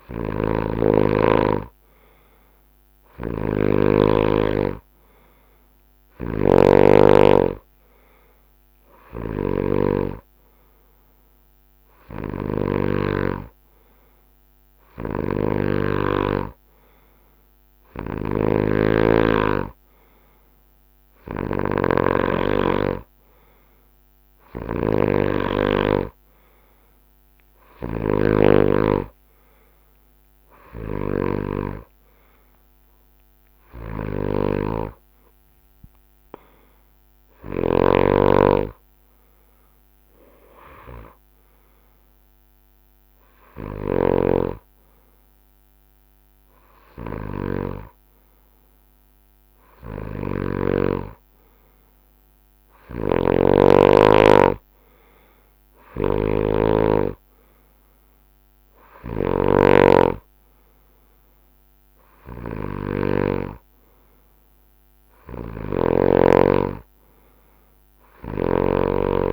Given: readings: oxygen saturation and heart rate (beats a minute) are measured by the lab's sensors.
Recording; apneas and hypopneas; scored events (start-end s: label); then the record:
breathing in sleep by a microphone on the trachea; none
0.00-28.50 s: snoring (device-marked)
27.00-41.00 s: drop in pulse transit time (device-marked, heart rate 72 before, 70 extreme)
37.50-44.00 s: snoring (device-marked)
52.50-59.50 s: snoring (device-marked)
64.00-68.00 s: arousal
From the record:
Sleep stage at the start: N2 (light sleep); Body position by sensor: on the right side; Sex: male